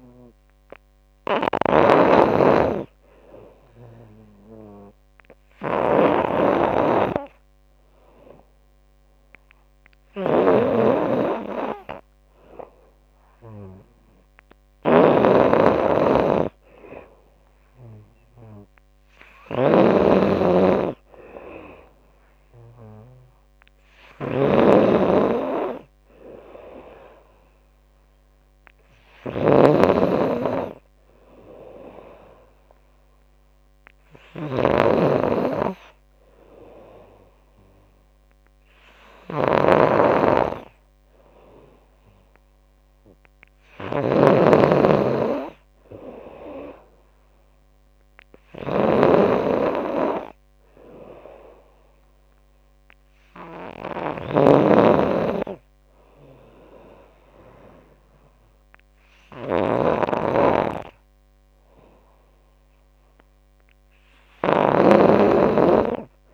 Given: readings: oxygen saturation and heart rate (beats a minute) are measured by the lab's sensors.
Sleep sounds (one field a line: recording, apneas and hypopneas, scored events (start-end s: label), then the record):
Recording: breathing in sleep by a microphone on the trachea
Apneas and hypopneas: none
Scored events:
0.00-66.34 s: snoring (device-marked)
From the record:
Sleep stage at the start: N2 (light sleep)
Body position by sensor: on the back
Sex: female